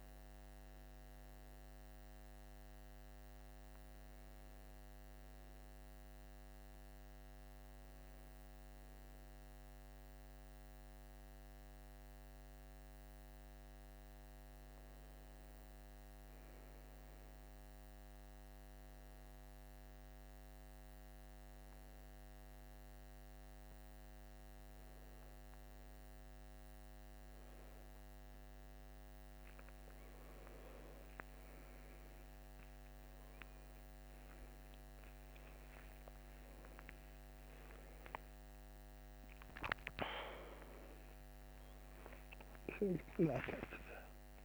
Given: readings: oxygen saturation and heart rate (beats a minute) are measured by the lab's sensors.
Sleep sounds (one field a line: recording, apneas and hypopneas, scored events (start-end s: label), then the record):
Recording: a person awake in a sleep study, by a microphone on the trachea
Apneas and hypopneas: none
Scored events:
none scored
From the record:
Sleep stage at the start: awake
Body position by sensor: on the right side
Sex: male